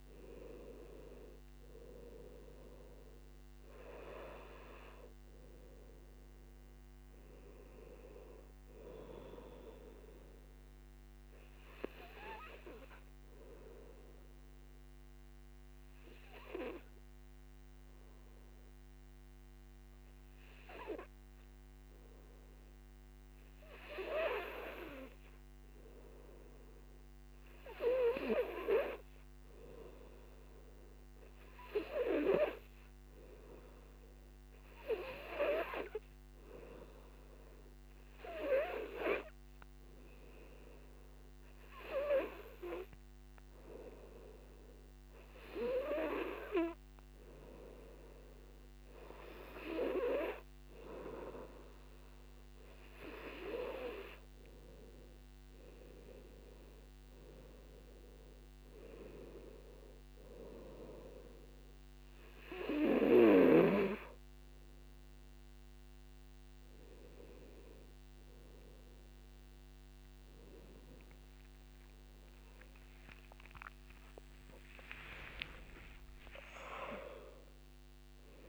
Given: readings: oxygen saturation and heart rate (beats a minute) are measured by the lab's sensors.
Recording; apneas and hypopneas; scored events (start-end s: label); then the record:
breathing in sleep by a microphone on the trachea; 2
0.00-20.50 s: oxygen desaturation (device-marked, oxygen 91% lowest, heart rate 53 extreme)
12.00-25.50 s: obstructive apnea (oxygen 95% before, 91% lowest, heart rate 66 before, 53 extreme, up 7 after)
29.00-32.50 s: arousal
32.50-47.50 s: oxygen desaturation (device-marked, oxygen 98% before, 94% lowest, heart rate 57 before, 57 extreme)
38.50-49.50 s: obstructive apnea (oxygen 98% before, 91% lowest, heart rate 58 before, 57 extreme, up 5 after)
55.00-58.00 s: arousal
59.50-77.50 s: oxygen desaturation (device-marked, oxygen 95% before, 91% lowest, heart rate 62 before, 57 extreme)
70.50-78.49 s: new sleep stage, awake
From the record:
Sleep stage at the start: N2 (light sleep); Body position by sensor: on the right side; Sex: male